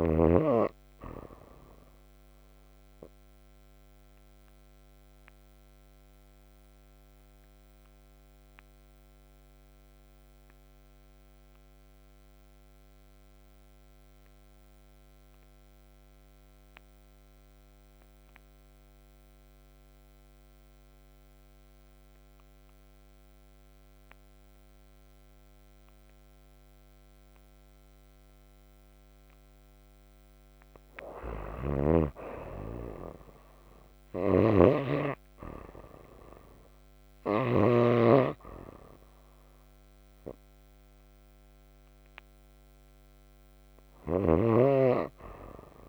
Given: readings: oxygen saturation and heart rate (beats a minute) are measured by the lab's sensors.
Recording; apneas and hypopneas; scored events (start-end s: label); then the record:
breathing in sleep by a microphone on the trachea; 1
2.50-26.50 s: oxygen desaturation (device-marked, oxygen 97% before, 88% lowest, heart rate 60 before, 60 extreme)
3.00-29.00 s: obstructive apnea (oxygen 97% before, 71% lowest, heart rate 60 before, 59 extreme, up 8 after)
30.50-34.00 s: arousal
31.00-37.50 s: snoring (device-marked)
43.50-45.89 s: snoring (device-marked)
From the record:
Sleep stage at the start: N2 (light sleep); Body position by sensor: on the right side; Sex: female